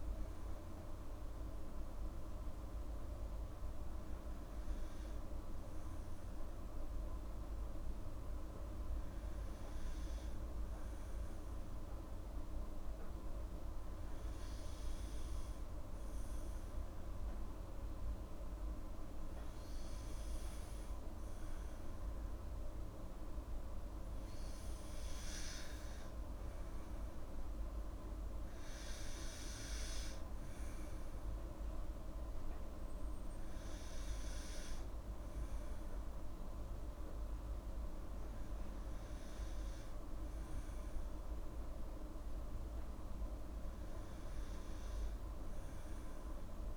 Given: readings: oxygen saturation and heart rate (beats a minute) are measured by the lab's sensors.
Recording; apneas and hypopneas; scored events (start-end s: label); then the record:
breathing in sleep, hard to hear, by a room microphone; none
0.00-6.00 s: oxygen desaturation (device-marked, oxygen 95% lowest)
From the record:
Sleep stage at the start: N2 (light sleep); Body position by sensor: on the back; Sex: female